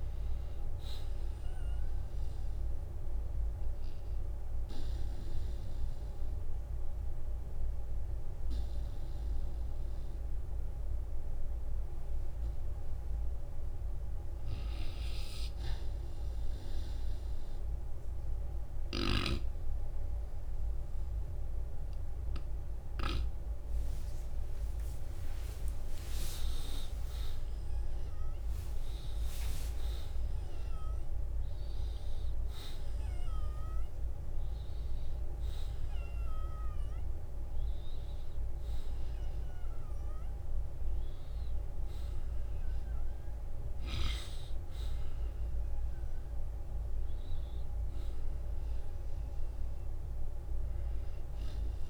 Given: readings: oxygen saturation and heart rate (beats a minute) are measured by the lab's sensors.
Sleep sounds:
breathing in sleep by a room microphone; 1
1.50-15.50 s: oxygen desaturation (device-marked, oxygen 95% before, 90% lowest, heart rate 59 before, 48 extreme)
3.00-13.00 s: obstructive apnea (oxygen 95% before, 89% lowest, heart rate 60 before, 48 extreme, up 10 after)
21.00-24.50 s: arousal
41.50-43.50 s: long interval between heartbeats (device-marked, heart rate 63 before, 63 extreme)
45.00-49.00 s: arousal
48.50-50.50 s: long interval between heartbeats (device-marked, heart rate 65 before, 61 extreme)
49.50-51.90 s: oxygen desaturation (device-marked, oxygen 93% before, 89% lowest, heart rate 65 before, 49 extreme)
From the record:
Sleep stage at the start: N2 (light sleep); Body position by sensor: on the back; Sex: male

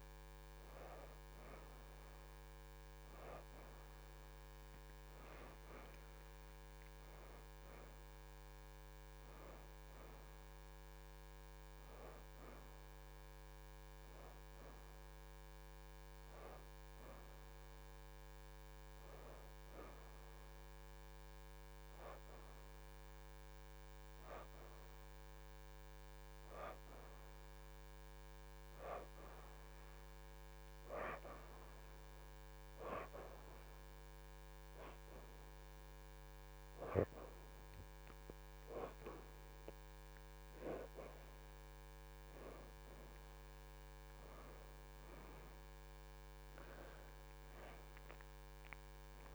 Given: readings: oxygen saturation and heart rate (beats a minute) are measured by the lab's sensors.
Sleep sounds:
breathing in sleep by a microphone on the trachea; none
0.00-5.00 s: oxygen desaturation (device-marked, oxygen 56% lowest, heart rate 79 extreme)
5.00-9.50 s: arousal
16.00-22.00 s: oxygen desaturation (device-marked, oxygen 88% before, 81% lowest, heart rate 85 before, 79 extreme)
24.00-49.35 s: new sleep stage, N2 (light sleep)
32.00-49.35 s: oxygen desaturation (device-marked, oxygen 83% before, 69% lowest, heart rate 82 before, 77 extreme)
From the record:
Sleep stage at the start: N1 (lightest sleep); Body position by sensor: on the back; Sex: female

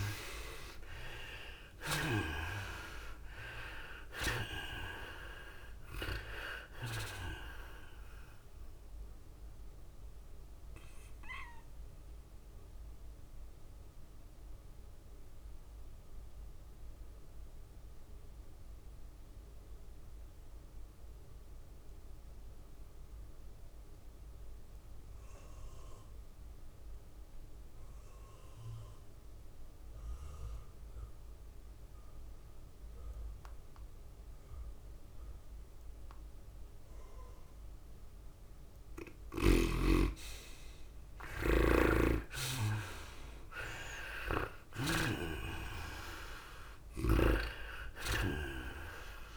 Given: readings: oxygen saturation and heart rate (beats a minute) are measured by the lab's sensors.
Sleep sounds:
breathing in sleep by a room microphone; 1
0.00-3.50 s: arousal
0.00-19.50 s: oxygen desaturation (device-marked, oxygen 74% lowest, heart rate 100 extreme)
0.00-49.37 s: tachycardia (device-marked, heart rate 112 extreme)
1.50-18.50 s: drop in pulse transit time (device-marked, heart rate 101 before, 105 extreme)
11.00-39.00 s: mixed apnea (oxygen 99% before, 74% lowest, heart rate 105 before, 102 extreme, up 7 after)
31.50-49.37 s: oxygen desaturation (device-marked, oxygen 99% before, 75% lowest, heart rate 108 before, 99 extreme)
42.00-45.50 s: snoring (device-marked)
42.00-47.00 s: arousal
45.50-49.37 s: drop in pulse transit time (device-marked, heart rate 103 before, 106 extreme)
From the record:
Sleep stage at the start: N2 (light sleep); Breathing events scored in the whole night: 372 in 4.0 hours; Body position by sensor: on the back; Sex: female

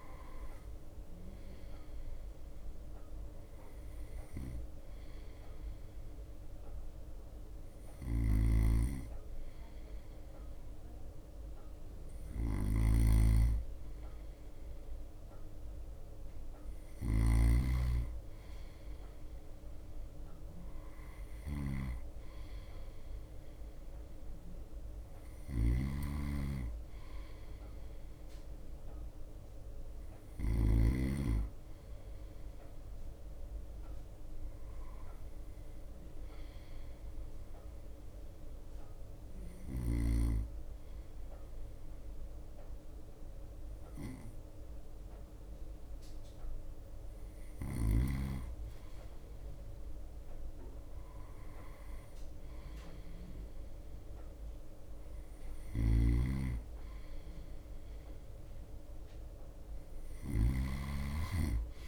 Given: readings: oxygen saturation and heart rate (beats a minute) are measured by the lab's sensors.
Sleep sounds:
breathing in sleep by a room microphone; 1
0.00-1.00 s: bradycardia (device-marked, heart rate 56 extreme)
3.00-61.87 s: bradycardia (device-marked, heart rate 58 before, 55 extreme)
8.50-31.00 s: snoring (device-marked)
31.00-34.50 s: arousal
37.00-47.50 s: hypopnea (oxygen 95% before, 94% lowest, heart rate 57 before, 55 extreme, up 2 after)
39.00-48.00 s: drop in pulse transit time (device-marked, heart rate 58 before, 56 extreme)
50.00-53.50 s: arousal
56.00-61.87 s: snoring (device-marked)
From the record:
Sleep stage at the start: N2 (light sleep); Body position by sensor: on the right side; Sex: male

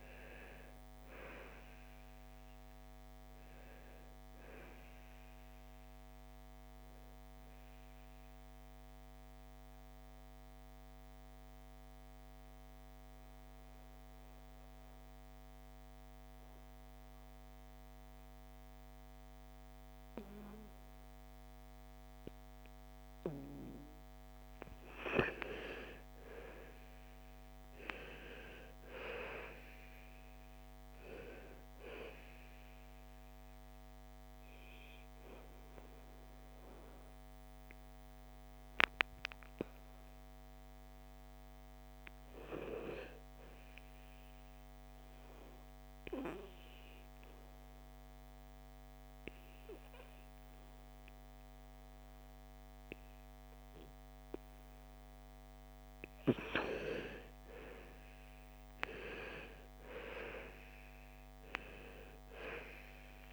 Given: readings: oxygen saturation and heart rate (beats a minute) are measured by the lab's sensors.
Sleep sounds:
breathing in sleep by a microphone on the trachea; 2
2.50-15.50 s: oxygen desaturation (device-marked, oxygen 99% before, 88% lowest, heart rate 58 before, 54 extreme)
8.00-24.50 s: obstructive apnea (oxygen 99% before, 88% lowest, heart rate 60 before, 54 extreme, up 12 after)
25.50-29.50 s: arousal
29.50-44.50 s: oxygen desaturation (device-marked, oxygen 99% before, 90% lowest, heart rate 56 before, 55 extreme)
45.00-56.00 s: obstructive apnea (oxygen 99% before, 85% lowest, heart rate 61 before, 55 extreme, up 9 after)
57.00-61.00 s: arousal
58.50-63.33 s: oxygen desaturation (device-marked, oxygen 98% before, 89% lowest, heart rate 58 before, 54 extreme)
From the record:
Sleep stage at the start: N2 (light sleep); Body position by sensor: on the back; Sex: female

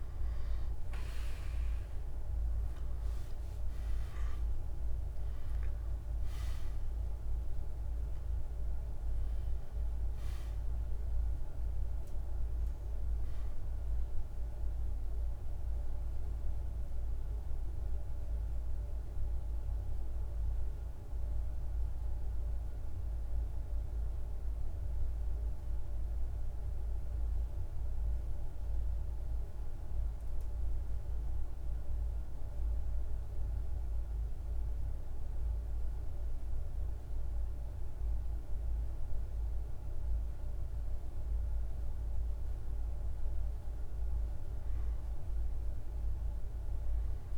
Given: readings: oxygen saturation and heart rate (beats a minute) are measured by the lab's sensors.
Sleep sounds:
breathing in sleep, hard to hear, by a room microphone; 1
0.00-3.00 s: arousal
0.00-22.00 s: oxygen desaturation (device-marked, oxygen 92% lowest, heart rate 48 extreme)
22.50-41.00 s: mixed apnea (oxygen 97% before, 92% lowest, heart rate 53 before, 49 extreme, up 3 after)
40.00-47.38 s: oxygen desaturation (device-marked, oxygen 99% before, 92% lowest, heart rate 49 before, 51 extreme)
42.50-47.00 s: arousal
From the record:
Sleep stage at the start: N2 (light sleep); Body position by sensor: on the right side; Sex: male

